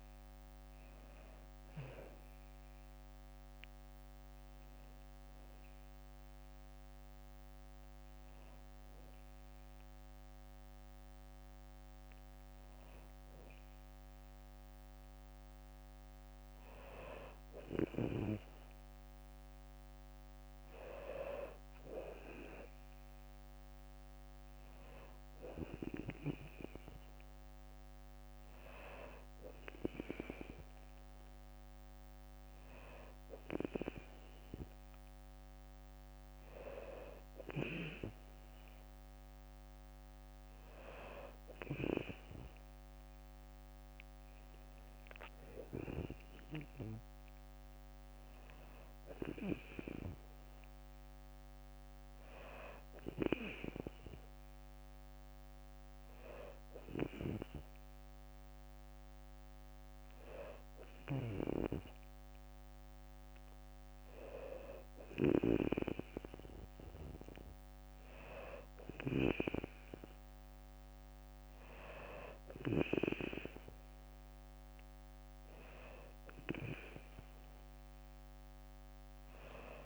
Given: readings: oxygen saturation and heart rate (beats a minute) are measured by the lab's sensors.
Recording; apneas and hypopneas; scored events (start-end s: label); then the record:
breathing in sleep by a microphone on the trachea; none
0.00-8.00 s: drop in pulse transit time (device-marked, heart rate 62 extreme)
From the record:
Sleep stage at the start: N2 (light sleep); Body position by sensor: on the back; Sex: female